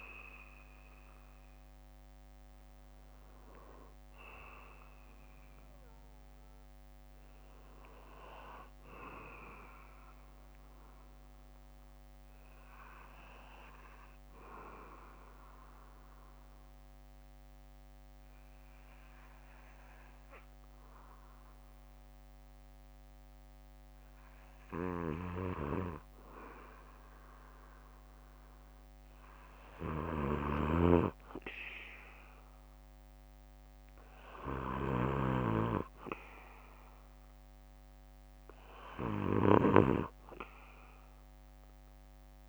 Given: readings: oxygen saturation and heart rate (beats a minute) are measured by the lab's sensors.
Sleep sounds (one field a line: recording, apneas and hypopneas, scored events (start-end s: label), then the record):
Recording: breathing in sleep by a microphone on the trachea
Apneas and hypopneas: 1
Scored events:
13.50-25.50 s: obstructive apnea (oxygen 97% before, 94% lowest, heart rate 66 before, 58 extreme, up 8 after)
15.00-17.00 s: bradycardia (device-marked, heart rate 61 before, 64 extreme)
18.00-20.00 s: bradycardia (device-marked, heart rate 61 before, 58 extreme)
27.50-31.00 s: arousal
From the record:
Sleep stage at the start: N2 (light sleep)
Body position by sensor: on the back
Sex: male